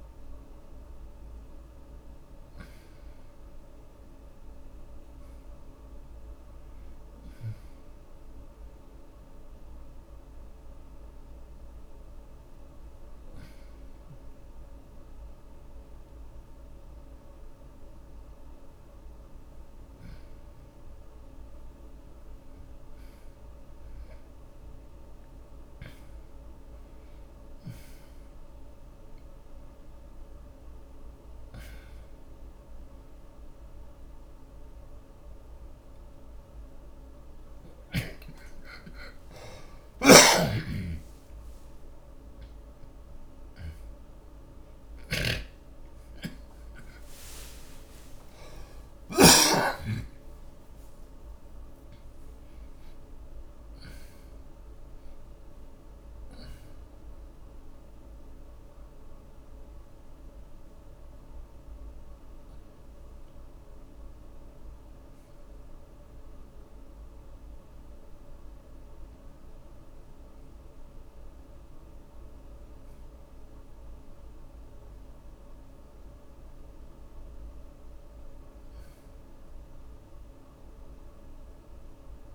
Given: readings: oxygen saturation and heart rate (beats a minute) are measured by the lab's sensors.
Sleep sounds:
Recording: breathing in sleep by a room microphone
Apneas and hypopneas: 2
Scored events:
3.50-8.00 s: arousal
10.50-21.50 s: hypopnea (oxygen 91% before, 86% lowest)
14.00-28.00 s: oxygen desaturation (device-marked, oxygen 91% before, 86% lowest)
26.50-30.50 s: arousal
40.00-50.00 s: snoring (device-marked)
49.50-53.50 s: arousal
59.00-71.50 s: hypopnea (oxygen 91% before, 75% lowest)
From the record:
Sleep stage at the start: N2 (light sleep)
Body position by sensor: on the back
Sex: male

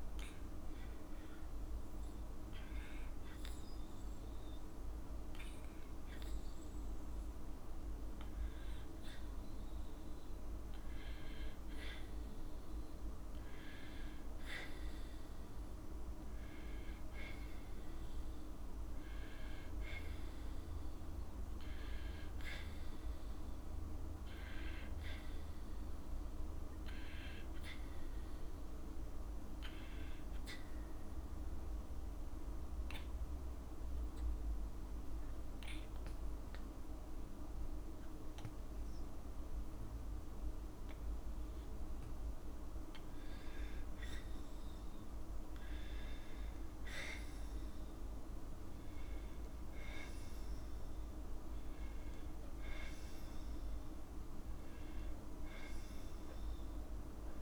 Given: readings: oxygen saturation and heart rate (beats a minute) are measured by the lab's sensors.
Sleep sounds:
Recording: breathing in sleep, hard to hear, by a room microphone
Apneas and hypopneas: 1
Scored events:
1.00-11.00 s: obstructive apnea (oxygen 95% before, 93% lowest, heart rate 58 before, 57 extreme, up 5 after)
13.50-17.50 s: arousal
29.50-31.50 s: long interval between heartbeats (device-marked, heart rate 59 before, 69 extreme)
From the record:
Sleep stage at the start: N2 (light sleep)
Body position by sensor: on the back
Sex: female

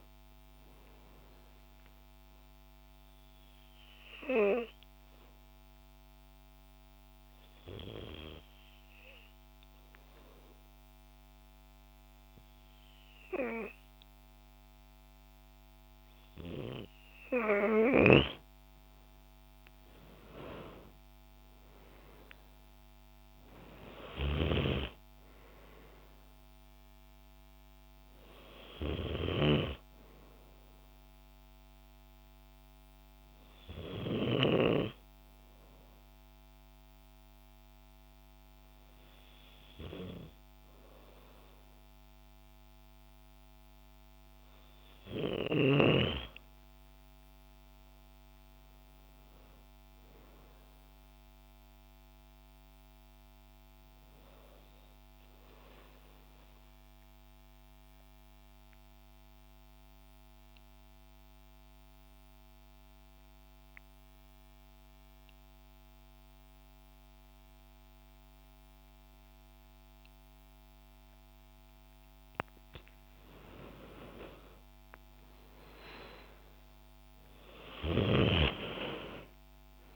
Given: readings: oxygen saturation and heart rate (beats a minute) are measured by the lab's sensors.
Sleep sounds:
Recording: breathing in sleep by a microphone on the trachea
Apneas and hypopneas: 2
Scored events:
3.50-17.00 s: obstructive apnea (oxygen 97% before, 92% lowest, heart rate 106 before, 55 extreme, up 27 after)
19.00-23.00 s: arousal
50.50-54.00 s: arousal
56.00-71.50 s: obstructive apnea (oxygen 97% before, 89% lowest, heart rate 71 before, 39 extreme, up 54 after)
74.00-78.00 s: arousal
75.00-79.96 s: oxygen desaturation (device-marked, oxygen 96% before, 89% lowest, heart rate 79 before, 39 extreme)
From the record:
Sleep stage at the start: N2 (light sleep)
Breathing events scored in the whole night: 464 in 7.3 hours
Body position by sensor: on the back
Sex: female

